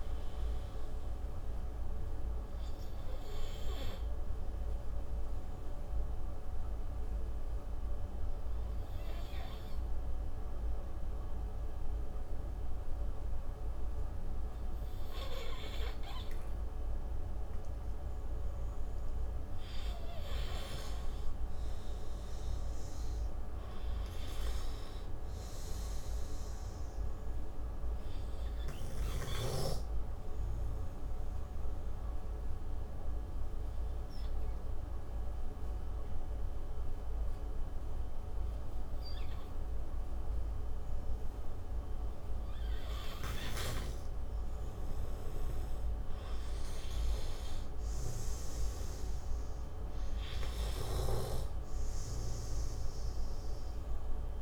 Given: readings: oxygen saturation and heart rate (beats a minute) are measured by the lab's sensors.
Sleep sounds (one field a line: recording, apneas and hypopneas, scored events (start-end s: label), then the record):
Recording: breathing in sleep, hard to hear, by a room microphone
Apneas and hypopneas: 2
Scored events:
0.00-18.00 s: oxygen desaturation (device-marked, oxygen 97% before, 91% lowest)
5.00-19.00 s: obstructive apnea (oxygen 97% before, 91% lowest)
20.00-28.00 s: oxygen desaturation (device-marked, oxygen 97% before, 93% lowest)
24.00-26.50 s: arousal
29.50-43.50 s: obstructive apnea (oxygen 97% before, 91% lowest)
33.00-44.00 s: oxygen desaturation (device-marked, oxygen 96% before, 91% lowest)
45.50-49.00 s: arousal
51.00-54.42 s: oxygen desaturation (device-marked, oxygen 98% before, 91% lowest)
From the record:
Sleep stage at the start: N2 (light sleep)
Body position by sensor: on the right side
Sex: male